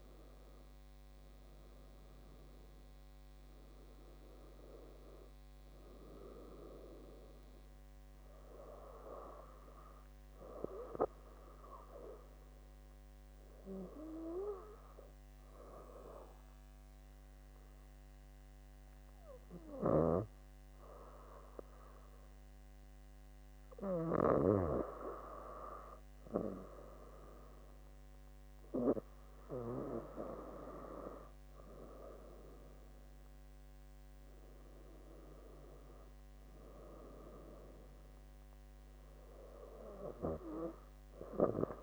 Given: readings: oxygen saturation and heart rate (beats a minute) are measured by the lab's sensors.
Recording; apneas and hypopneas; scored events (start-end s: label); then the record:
breathing in sleep by a microphone on the trachea; 1
0.00-3.00 s: arousal
10.50-23.50 s: hypopnea (oxygen 99% before, 95% lowest)
26.00-30.50 s: arousal
From the record:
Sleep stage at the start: N2 (light sleep); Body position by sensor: on the back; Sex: female